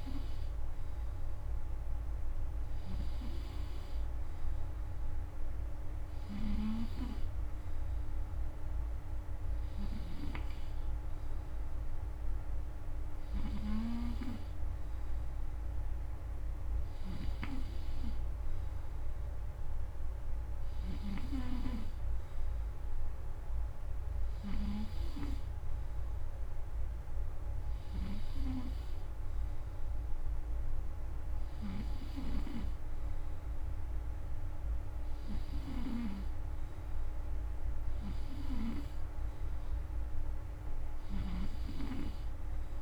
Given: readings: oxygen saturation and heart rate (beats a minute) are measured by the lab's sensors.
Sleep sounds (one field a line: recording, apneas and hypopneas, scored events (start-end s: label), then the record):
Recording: breathing in sleep by a room microphone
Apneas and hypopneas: none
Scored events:
16.50-20.50 s: snoring (device-marked)
From the record:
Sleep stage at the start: N2 (light sleep)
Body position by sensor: on the front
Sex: male